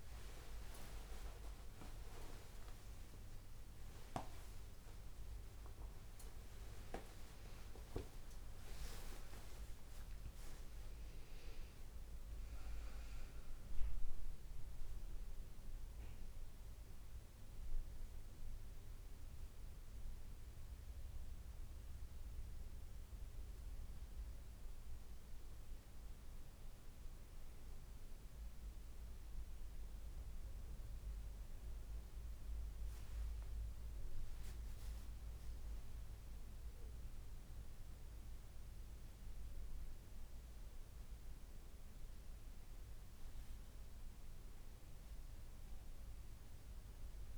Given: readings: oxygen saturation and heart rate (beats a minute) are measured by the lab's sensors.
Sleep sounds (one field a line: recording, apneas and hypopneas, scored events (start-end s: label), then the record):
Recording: a person awake in a sleep study, by a room microphone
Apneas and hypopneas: none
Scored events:
none scored
From the record:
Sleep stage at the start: awake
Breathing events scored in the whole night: 327 in 5.3 hours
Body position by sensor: on the back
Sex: female